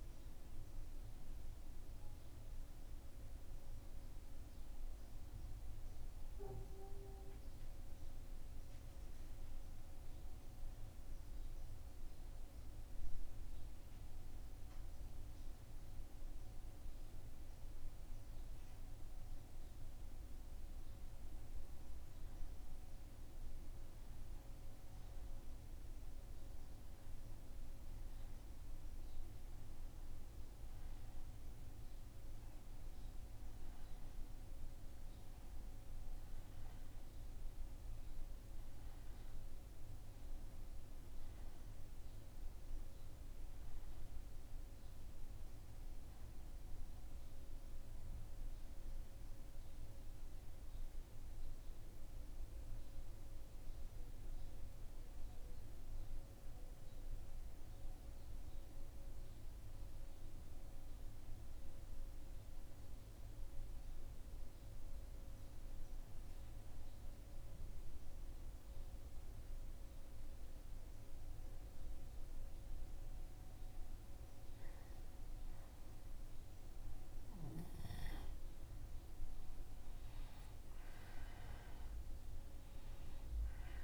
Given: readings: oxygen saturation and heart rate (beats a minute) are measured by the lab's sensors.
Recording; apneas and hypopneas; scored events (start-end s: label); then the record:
breathing in sleep, hard to hear, by a room microphone; 2
0.00-35.00 s: oxygen desaturation (device-marked, oxygen 90% lowest, heart rate 81 extreme)
4.00-19.50 s: hypopnea (oxygen 97% before, 89% lowest, heart rate 82 before, 81 extreme, up 0 after)
21.00-26.00 s: arousal
50.50-76.50 s: hypopnea (oxygen 91% before, 88% lowest, heart rate 82 before, 77 extreme, up 4 after)
79.50-83.83 s: arousal
From the record:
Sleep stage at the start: N1 (lightest sleep); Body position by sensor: on the back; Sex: male